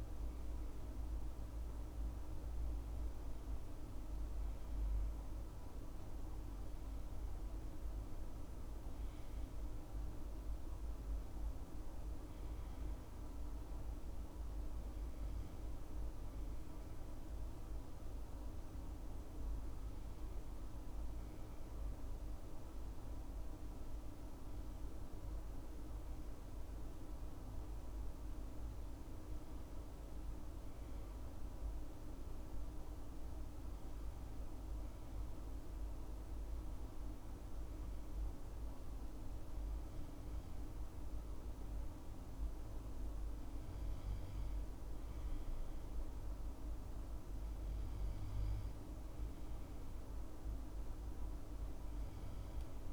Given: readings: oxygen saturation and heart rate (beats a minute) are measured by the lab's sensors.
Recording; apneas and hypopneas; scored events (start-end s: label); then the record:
breathing in sleep, hard to hear, by a room microphone; none
none scored
From the record:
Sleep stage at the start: N2 (light sleep); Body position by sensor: on the left side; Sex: male